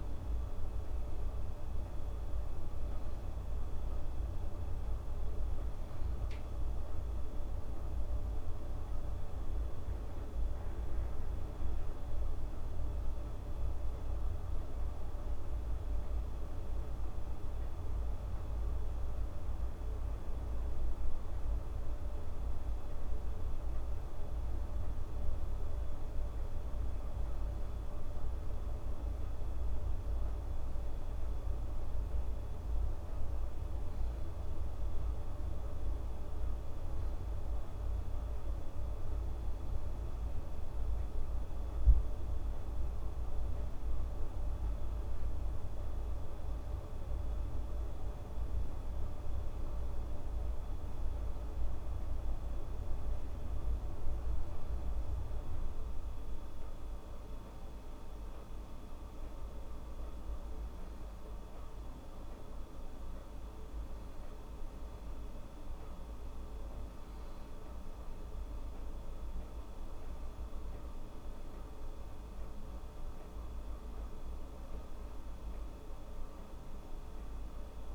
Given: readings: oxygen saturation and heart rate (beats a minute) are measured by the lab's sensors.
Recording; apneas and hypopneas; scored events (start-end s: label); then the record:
breathing in sleep, hard to hear, by a room microphone; none
none scored
From the record:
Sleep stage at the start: N2 (light sleep); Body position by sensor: on the back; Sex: female